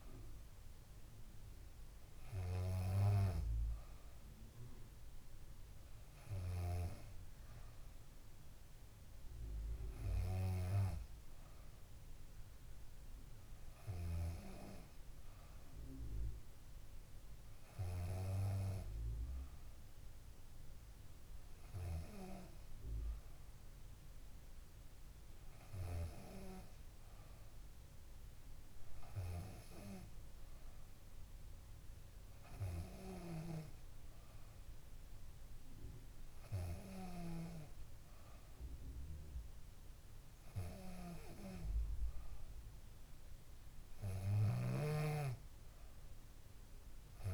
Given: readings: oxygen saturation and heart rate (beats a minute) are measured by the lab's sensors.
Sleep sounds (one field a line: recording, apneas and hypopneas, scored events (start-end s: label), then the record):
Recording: breathing in sleep by a room microphone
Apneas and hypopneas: none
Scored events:
none scored
From the record:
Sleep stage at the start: N2 (light sleep)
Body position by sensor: on the back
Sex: female